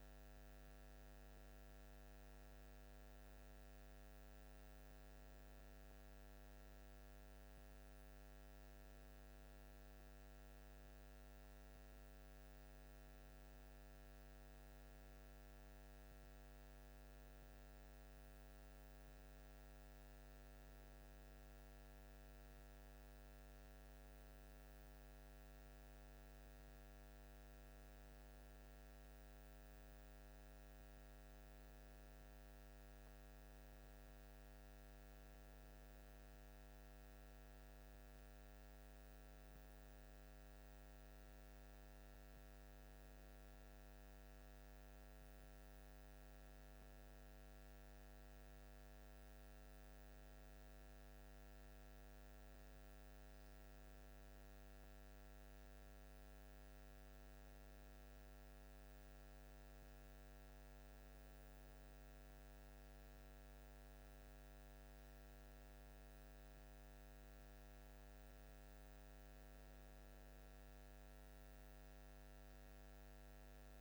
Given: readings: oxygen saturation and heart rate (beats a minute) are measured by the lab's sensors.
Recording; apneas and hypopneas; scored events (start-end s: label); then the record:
breathing in sleep, hard to hear, by a microphone on the trachea; none
none scored
From the record:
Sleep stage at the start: N1 (lightest sleep); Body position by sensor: on the back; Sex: male